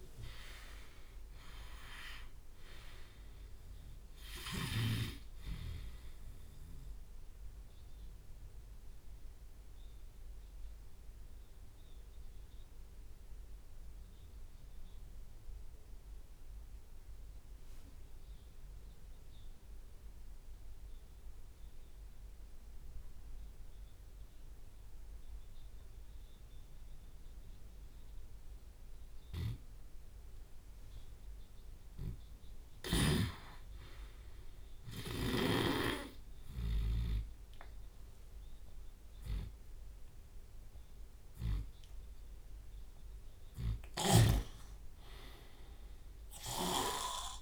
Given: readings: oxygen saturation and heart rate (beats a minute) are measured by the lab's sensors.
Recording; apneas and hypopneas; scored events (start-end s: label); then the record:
breathing in sleep by a room microphone; 1
0.00-4.50 s: drop in pulse transit time (device-marked, heart rate 58 extreme)
0.00-4.50 s: tachycardia (device-marked, heart rate 114 extreme)
0.00-5.00 s: snoring (device-marked)
0.50-19.50 s: oxygen desaturation (device-marked, oxygen 97% before, 86% lowest)
8.50-32.00 s: obstructive apnea (oxygen 98% before, 86% lowest, heart rate 85 before, 56 extreme, up 14 after)
9.50-47.42 s: new sleep stage, N2 (light sleep)
33.50-37.50 s: arousal
37.50-39.50 s: long interval between heartbeats (device-marked, heart rate 58 before, 70 extreme)
39.50-47.42 s: oxygen desaturation (device-marked, oxygen 99% before, 88% lowest, heart rate 60 before, 60 extreme)
From the record:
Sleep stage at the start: N1 (lightest sleep); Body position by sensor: on the left side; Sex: male